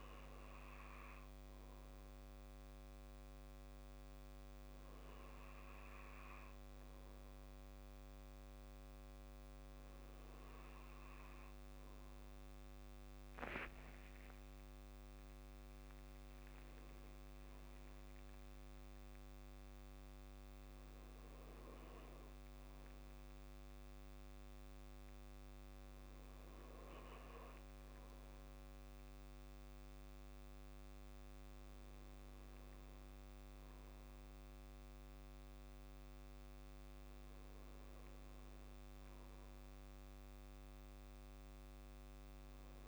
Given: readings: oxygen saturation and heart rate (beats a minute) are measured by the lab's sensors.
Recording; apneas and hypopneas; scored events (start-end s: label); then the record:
breathing in sleep, hard to hear, by a microphone on the trachea; none
13.50-18.00 s: arousal
From the record:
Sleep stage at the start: N2 (light sleep); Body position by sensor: on the back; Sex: male